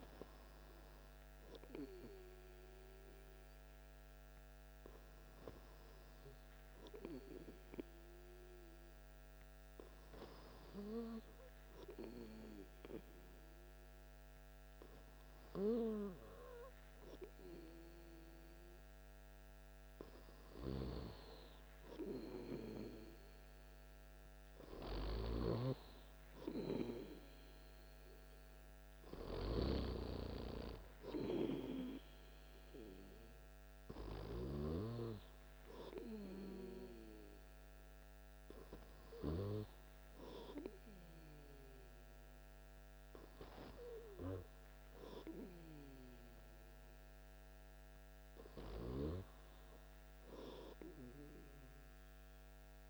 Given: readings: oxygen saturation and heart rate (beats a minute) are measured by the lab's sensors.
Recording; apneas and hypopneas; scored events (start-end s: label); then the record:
breathing in sleep by a microphone on the trachea; none
none scored
From the record:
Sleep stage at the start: N2 (light sleep); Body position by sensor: on the back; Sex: male